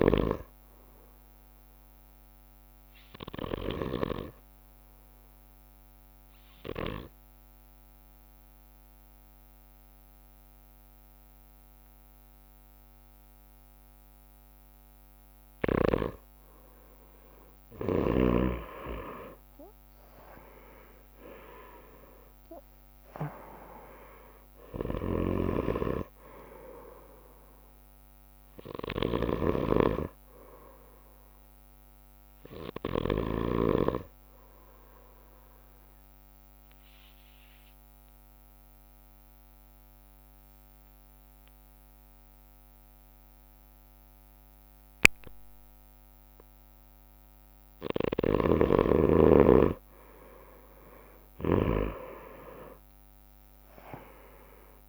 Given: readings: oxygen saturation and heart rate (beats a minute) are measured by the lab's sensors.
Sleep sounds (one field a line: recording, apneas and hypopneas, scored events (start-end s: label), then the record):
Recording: breathing in sleep by a microphone on the trachea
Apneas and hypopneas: 2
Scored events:
0.00-5.50 s: drop in pulse transit time (device-marked, heart rate 51 extreme)
0.00-6.50 s: oxygen desaturation (device-marked, oxygen 94% lowest, heart rate 51 extreme)
0.00-18.50 s: bradycardia (device-marked, heart rate 51 extreme)
4.00-16.00 s: obstructive apnea (oxygen 98% before, 92% lowest, heart rate 57 before, 50 extreme, up 14 after)
8.50-19.50 s: oxygen desaturation (device-marked, oxygen 99% before, 95% lowest, heart rate 56 before, 50 extreme)
18.50-26.50 s: drop in pulse transit time (device-marked, heart rate 53 before, 54 extreme)
19.00-23.50 s: arousal
24.50-31.50 s: oxygen desaturation (device-marked, oxygen 98% before, 95% lowest, heart rate 55 before, 50 extreme)
25.00-33.50 s: snoring (device-marked)
25.50-51.50 s: bradycardia (device-marked, heart rate 57 before, 50 extreme)
35.00-47.50 s: obstructive apnea (oxygen 99% before, 92% lowest, heart rate 57 before, 50 extreme, up 6 after)
39.50-48.50 s: drop in pulse transit time (device-marked, heart rate 57 before, 54 extreme)
48.00-52.00 s: snoring (device-marked)
49.50-54.00 s: arousal
52.50-54.89 s: oxygen desaturation (device-marked, oxygen 98% before, 92% lowest, heart rate 54 before, 50 extreme)
From the record:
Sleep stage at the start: N2 (light sleep)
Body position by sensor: on the right side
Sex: male